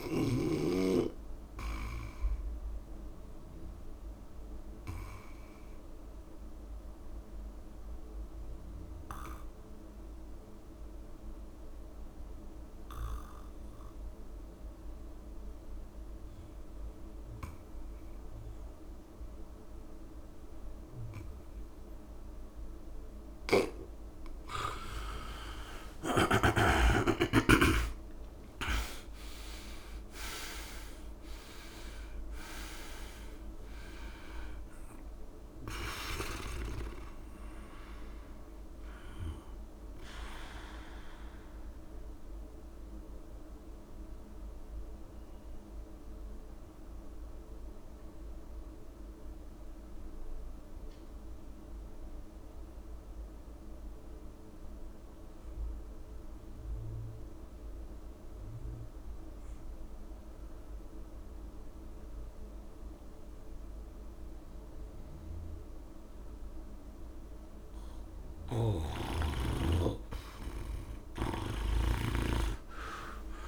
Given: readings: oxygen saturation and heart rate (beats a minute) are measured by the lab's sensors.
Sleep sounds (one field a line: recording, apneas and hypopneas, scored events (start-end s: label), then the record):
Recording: breathing in sleep by a room microphone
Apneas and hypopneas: 2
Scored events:
0.00-19.50 s: oxygen desaturation (device-marked, oxygen 89% lowest, heart rate 64 extreme)
0.50-2.50 s: long interval between heartbeats (device-marked, heart rate 74 before, 73 extreme)
5.00-22.50 s: obstructive apnea (oxygen 98% before, 82% lowest, heart rate 76 before, 64 extreme, up 53 after)
20.00-22.00 s: long interval between heartbeats (device-marked, heart rate 73 before, 90 extreme)
23.00-26.50 s: snoring (device-marked)
25.00-30.50 s: arousal
25.50-27.50 s: long interval between heartbeats (device-marked, heart rate 76 before, 97 extreme)
27.50-29.50 s: long interval between heartbeats (device-marked, heart rate 78 before, 108 extreme)
30.50-32.50 s: long interval between heartbeats (device-marked, heart rate 85 before, 107 extreme)
30.50-53.50 s: oxygen desaturation (device-marked, oxygen 95% before, 82% lowest, heart rate 85 before, 69 extreme)
41.00-69.00 s: mixed apnea (oxygen 95% before, 82% lowest, heart rate 93 before, 69 extreme, up 27 after)
61.50-63.50 s: long interval between heartbeats (device-marked, heart rate 73 before, 80 extreme)
63.50-73.48 s: oxygen desaturation (device-marked, oxygen 100% before, 85% lowest, heart rate 74 before, 67 extreme)
68.00-73.48 s: snoring (device-marked)
From the record:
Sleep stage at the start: N2 (light sleep)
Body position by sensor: on the back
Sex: male